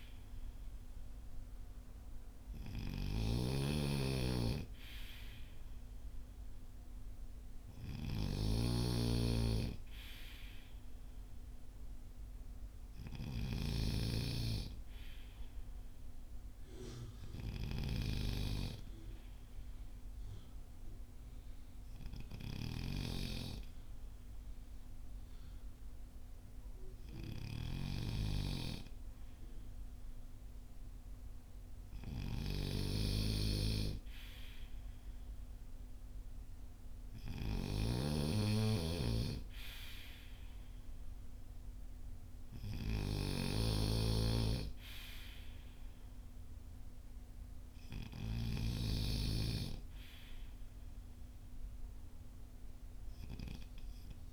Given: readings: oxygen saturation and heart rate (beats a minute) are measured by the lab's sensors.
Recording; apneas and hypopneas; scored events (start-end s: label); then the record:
breathing in sleep by a room microphone; none
0.00-48.00 s: snoring (device-marked)
From the record:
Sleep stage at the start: N2 (light sleep); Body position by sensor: on the front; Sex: male